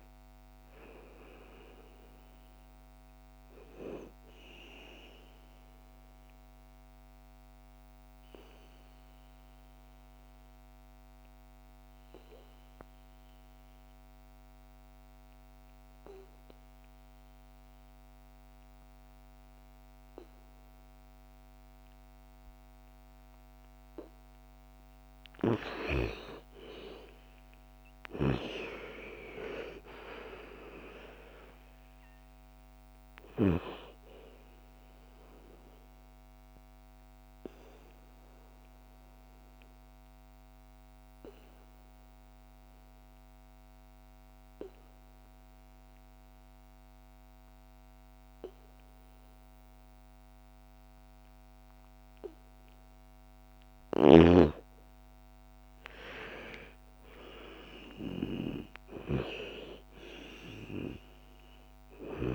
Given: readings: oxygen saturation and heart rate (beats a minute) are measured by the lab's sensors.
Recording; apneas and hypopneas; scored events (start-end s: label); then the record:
breathing in sleep by a microphone on the trachea; 2
0.00-8.50 s: oxygen desaturation (device-marked, oxygen 83% lowest, heart rate 55 extreme)
4.50-23.50 s: obstructive apnea (oxygen 99% before, 85% lowest, heart rate 65 before, 55 extreme, up 13 after)
22.50-51.50 s: oxygen desaturation (device-marked, oxygen 98% before, 85% lowest, heart rate 58 before, 55 extreme)
25.50-31.00 s: arousal
36.50-53.50 s: obstructive apnea (oxygen 99% before, 81% lowest, heart rate 62 before, 55 extreme, up 13 after)
55.50-60.50 s: arousal
58.50-62.35 s: oxygen desaturation (device-marked, oxygen 98% before, 89% lowest, heart rate 59 before, 55 extreme)
From the record:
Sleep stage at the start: N2 (light sleep); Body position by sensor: on the back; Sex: female